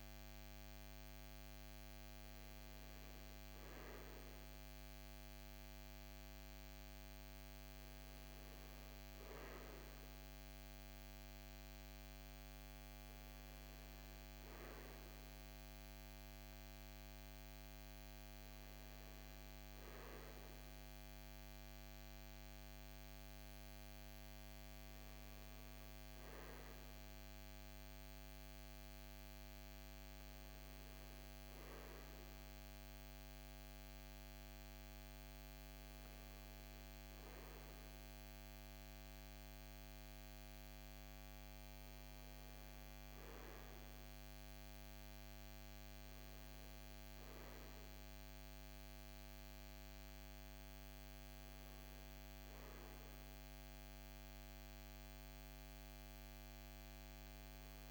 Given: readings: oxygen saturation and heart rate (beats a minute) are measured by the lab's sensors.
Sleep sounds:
breathing in sleep, hard to hear, by a microphone on the trachea; none
none scored
From the record:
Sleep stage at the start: N2 (light sleep); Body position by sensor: on the right side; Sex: male

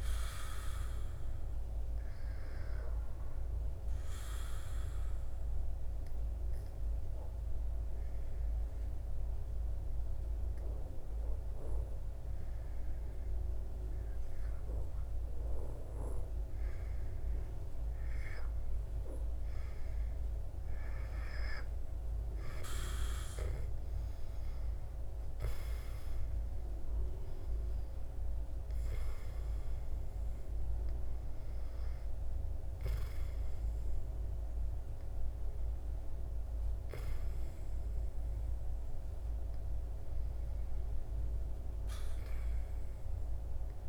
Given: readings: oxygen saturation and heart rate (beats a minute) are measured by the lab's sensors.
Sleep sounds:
breathing in sleep by a room microphone; 1
0.00-7.50 s: oxygen desaturation (device-marked, oxygen 91% lowest, heart rate 69 extreme)
1.50-15.50 s: obstructive apnea (oxygen 96% before, 90% lowest, heart rate 82 before, 66 extreme, up 7 after)
17.50-22.00 s: arousal
20.50-43.89 s: oxygen desaturation (device-marked, oxygen 96% before, 90% lowest, heart rate 72 before, 66 extreme)
From the record:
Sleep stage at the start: N2 (light sleep); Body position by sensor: on the back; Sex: male

